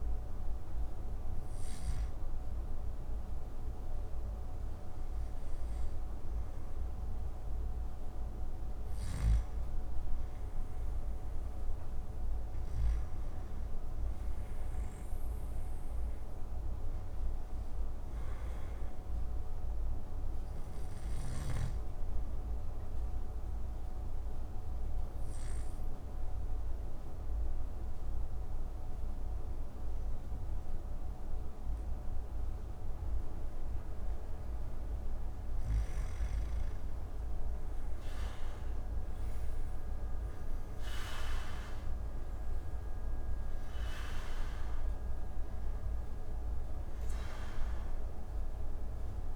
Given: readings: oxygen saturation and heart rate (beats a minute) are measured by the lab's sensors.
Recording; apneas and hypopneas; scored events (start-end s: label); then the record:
breathing in sleep, hard to hear, by a room microphone; 1
19.00-34.00 s: obstructive apnea (oxygen 95% before, 87% lowest)
36.00-42.00 s: arousal
44.00-49.36 s: oxygen desaturation (device-marked, oxygen 93% before, 87% lowest)
From the record:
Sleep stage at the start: N2 (light sleep); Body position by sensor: on the back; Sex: male